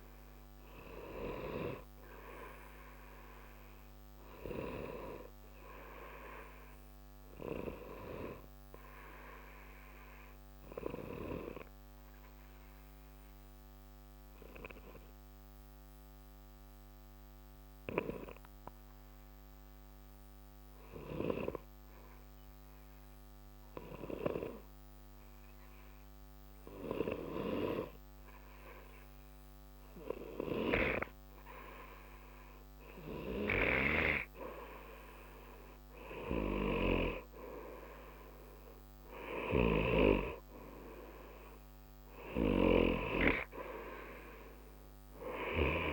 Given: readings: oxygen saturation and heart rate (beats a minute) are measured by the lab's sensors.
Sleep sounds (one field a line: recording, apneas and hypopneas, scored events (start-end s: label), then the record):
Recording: breathing in sleep by a microphone on the trachea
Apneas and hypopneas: 1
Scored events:
0.00-10.50 s: oxygen desaturation (device-marked, oxygen 89% lowest, heart rate 61 extreme)
7.00-31.50 s: obstructive apnea (oxygen 93% before, 90% lowest, heart rate 61 before, 58 extreme, up 0 after)
33.50-37.00 s: arousal
38.00-41.50 s: arousal
42.50-45.93 s: oxygen desaturation (device-marked, oxygen 94% before, 90% lowest, heart rate 62 before, 58 extreme)
From the record:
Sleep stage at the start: N2 (light sleep)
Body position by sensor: on the right side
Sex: male